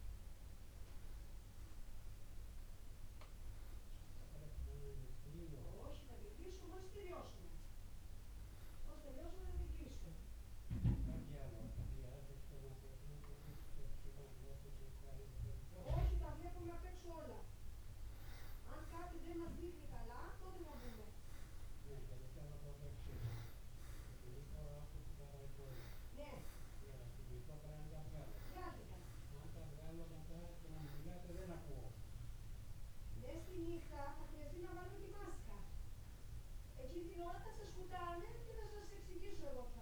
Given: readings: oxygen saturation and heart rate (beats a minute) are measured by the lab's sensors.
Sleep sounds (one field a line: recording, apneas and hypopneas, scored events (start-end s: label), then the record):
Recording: a person awake in a sleep study, by a room microphone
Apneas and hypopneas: none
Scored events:
none scored
From the record:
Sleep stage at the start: awake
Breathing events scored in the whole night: 265 in 4.4 hours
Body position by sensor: on the back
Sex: male